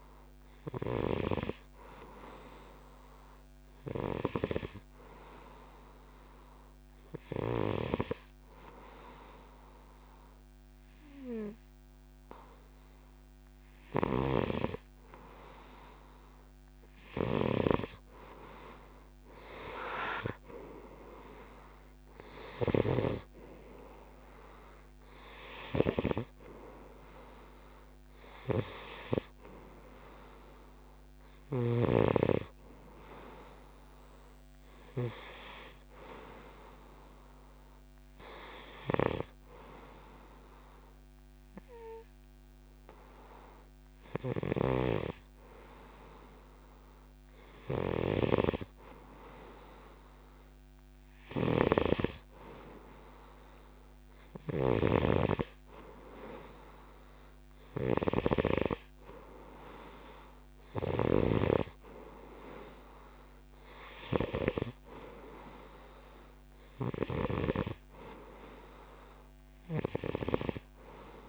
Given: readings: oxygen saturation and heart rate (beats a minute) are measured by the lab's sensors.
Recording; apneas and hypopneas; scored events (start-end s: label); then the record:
breathing in sleep by a microphone on the trachea; none
17.00-23.00 s: snoring (device-marked)
44.50-70.50 s: snoring (device-marked)
From the record:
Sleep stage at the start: N2 (light sleep); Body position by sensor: on the right side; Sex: male